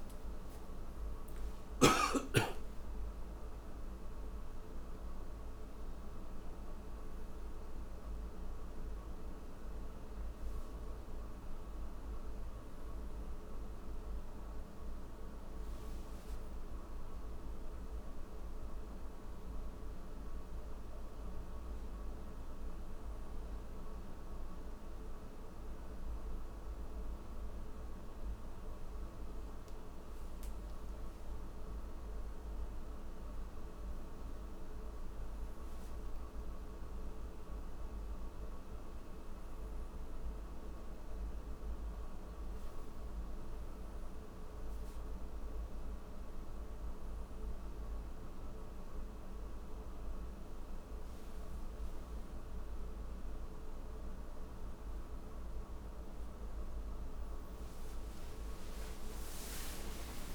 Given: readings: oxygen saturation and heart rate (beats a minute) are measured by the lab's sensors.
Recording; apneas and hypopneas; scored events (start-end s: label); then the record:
breathing in sleep, hard to hear, by a room microphone; none
none scored
From the record:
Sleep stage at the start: N1 (lightest sleep); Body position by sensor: on the back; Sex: male